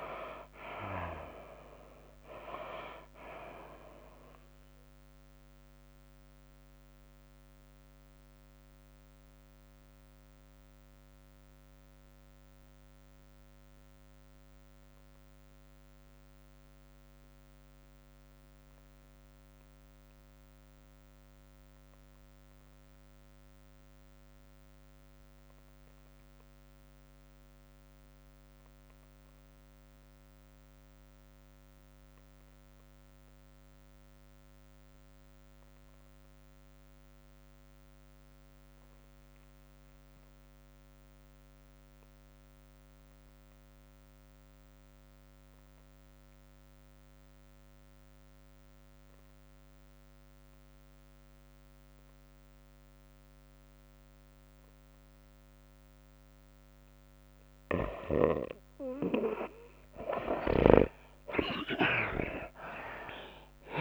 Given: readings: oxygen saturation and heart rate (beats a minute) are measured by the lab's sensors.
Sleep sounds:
breathing in sleep by a microphone on the trachea; 1
0.00-1.00 s: arousal
0.00-13.50 s: drop in pulse transit time (device-marked, heart rate 84 extreme)
0.00-15.50 s: oxygen desaturation (device-marked, oxygen 62% lowest, heart rate 60 extreme)
0.00-20.50 s: tachycardia (device-marked, heart rate 114 extreme)
5.50-58.50 s: obstructive apnea (oxygen 80% before, 55% lowest, heart rate 77 before, 62 extreme, up 36 after)
21.50-63.81 s: oxygen desaturation (device-marked, oxygen 98% before, 55% lowest, heart rate 108 before, 62 extreme)
34.00-36.00 s: long interval between heartbeats (device-marked, heart rate 101 before, 86 extreme)
60.50-63.50 s: arousal
From the record:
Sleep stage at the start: REM sleep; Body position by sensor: on the back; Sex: female

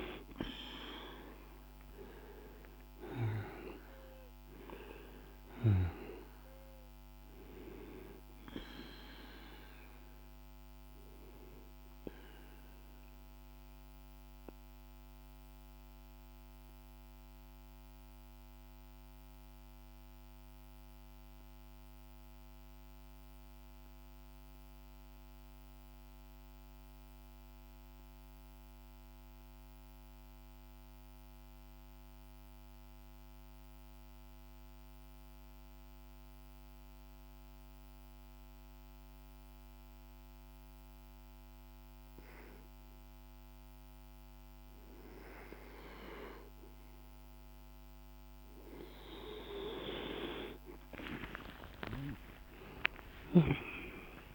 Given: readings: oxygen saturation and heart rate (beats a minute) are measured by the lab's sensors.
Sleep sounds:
breathing in sleep by a microphone on the trachea; 1
0.00-23.50 s: oxygen desaturation (device-marked, oxygen 89% lowest, heart rate 46 extreme)
0.50-4.00 s: arousal
14.00-48.00 s: mixed apnea (oxygen 98% before, 88% lowest, heart rate 51 before, 46 extreme, up 35 after)
40.50-54.35 s: oxygen desaturation (device-marked, oxygen 99% before, 88% lowest, heart rate 48 before, 46 extreme)
50.00-54.35 s: arousal
From the record:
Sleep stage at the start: N2 (light sleep); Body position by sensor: on the back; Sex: male

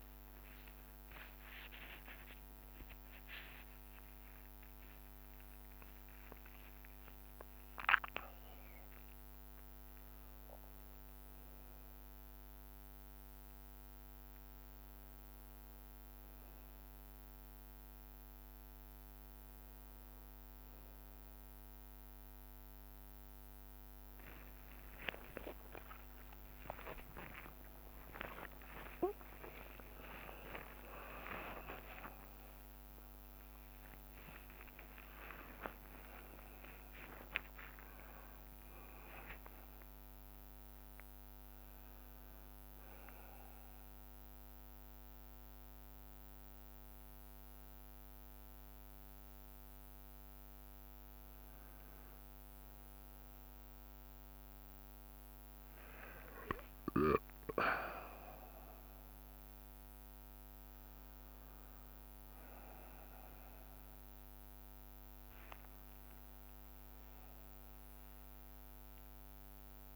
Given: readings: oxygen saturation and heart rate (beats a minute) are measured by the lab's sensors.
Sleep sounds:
a person awake in a sleep study, by a microphone on the trachea; none
1.00-31.00 s: new sleep stage, N1 (lightest sleep)
24.00-31.00 s: tachycardia (device-marked)
25.50-27.50 s: long interval between heartbeats (device-marked)
26.00-36.00 s: drop in pulse transit time (device-marked)
27.50-29.50 s: long interval between heartbeats (device-marked)
31.00-33.00 s: long interval between heartbeats (device-marked, heart rate 47 before, 135 extreme)
31.00-69.96 s: new sleep stage, awake
37.50-39.50 s: long interval between heartbeats (device-marked, heart rate 79 before, 64 extreme)
39.50-41.50 s: long interval between heartbeats (device-marked, heart rate 86 before, 70 extreme)
42.00-44.00 s: long interval between heartbeats (device-marked, heart rate 97 before, 75 extreme)
43.00-47.00 s: bradycardia (device-marked)
55.00-62.00 s: bradycardia (device-marked)
56.00-58.00 s: long interval between heartbeats (device-marked, heart rate 66 before, 62 extreme)
65.00-69.96 s: tachycardia (device-marked)
67.00-69.00 s: long interval between heartbeats (device-marked, heart rate 59 before, 82 extreme)
From the record:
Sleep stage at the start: N2 (light sleep); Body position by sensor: on the right side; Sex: male

